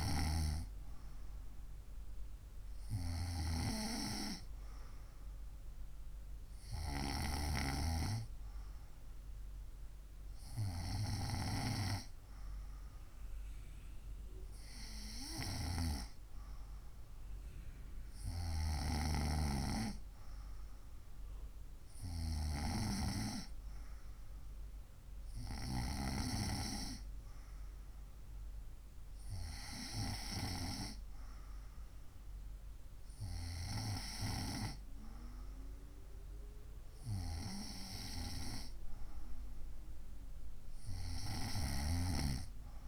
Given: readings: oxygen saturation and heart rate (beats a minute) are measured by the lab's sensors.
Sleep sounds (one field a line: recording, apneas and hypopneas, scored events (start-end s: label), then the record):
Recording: breathing in sleep by a room microphone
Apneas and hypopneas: none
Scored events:
none scored
From the record:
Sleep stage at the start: N2 (light sleep)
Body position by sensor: on the right side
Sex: female